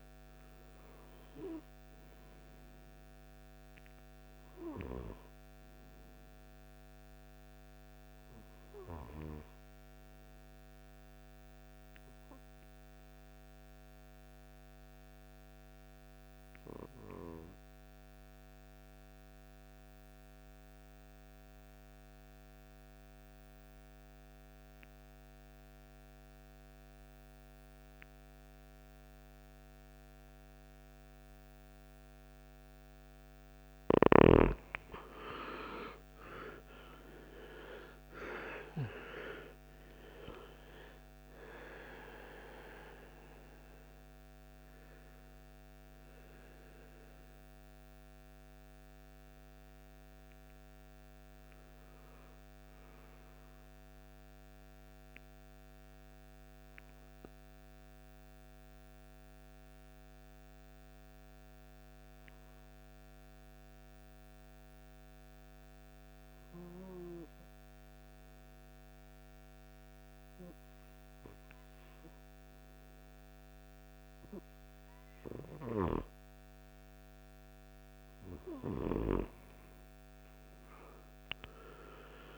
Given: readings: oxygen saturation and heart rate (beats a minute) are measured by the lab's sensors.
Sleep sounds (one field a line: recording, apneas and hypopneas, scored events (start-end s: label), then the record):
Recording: breathing in sleep by a microphone on the trachea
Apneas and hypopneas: 2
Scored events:
0.00-18.00 s: oxygen desaturation (device-marked, oxygen 92% lowest, heart rate 53 extreme)
12.00-32.00 s: obstructive apnea (oxygen 98% before, 88% lowest, heart rate 60 before, 51 extreme, up 16 after)
34.00-62.00 s: oxygen desaturation (device-marked, oxygen 97% before, 88% lowest, heart rate 55 before, 50 extreme)
35.50-39.50 s: arousal
50.00-72.50 s: hypopnea (oxygen 97% before, 88% lowest, heart rate 65 before, 50 extreme, up 10 after)
74.00-77.50 s: arousal
80.00-82.38 s: oxygen desaturation (device-marked, oxygen 98% before, 93% lowest, heart rate 54 before, 52 extreme)
From the record:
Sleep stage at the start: N2 (light sleep)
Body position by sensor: on the right side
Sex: male